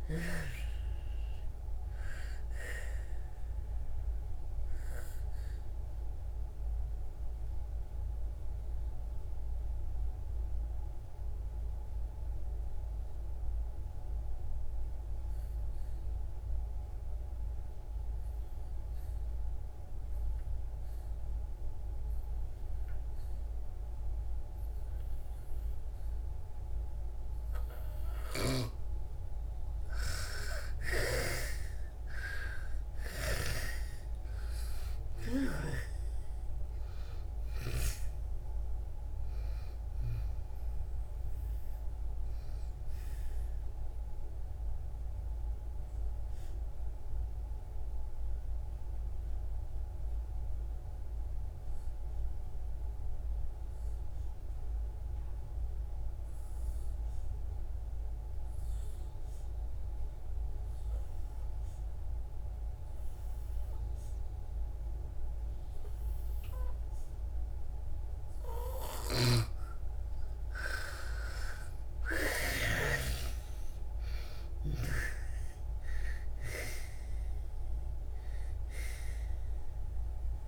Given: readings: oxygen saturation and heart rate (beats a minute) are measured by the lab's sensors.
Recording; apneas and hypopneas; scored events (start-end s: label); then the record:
breathing in sleep by a room microphone; 2
0.00-20.00 s: oxygen desaturation (device-marked, oxygen 82% lowest, heart rate 56 extreme)
4.00-27.50 s: obstructive apnea (oxygen 99% before, 82% lowest, heart rate 73 before, 56 extreme, up 7 after)
22.00-58.00 s: oxygen desaturation (device-marked, oxygen 99% before, 82% lowest, heart rate 63 before, 58 extreme)
32.50-36.50 s: arousal
44.50-68.50 s: obstructive apnea (oxygen 99% before, 82% lowest, heart rate 67 before, 58 extreme, up 7 after)
67.00-80.48 s: oxygen desaturation (device-marked, oxygen 99% before, 82% lowest, heart rate 61 before, 58 extreme)
69.00-73.00 s: snoring (device-marked)
70.00-73.00 s: arousal
From the record:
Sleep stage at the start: N2 (light sleep); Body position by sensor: on the back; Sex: female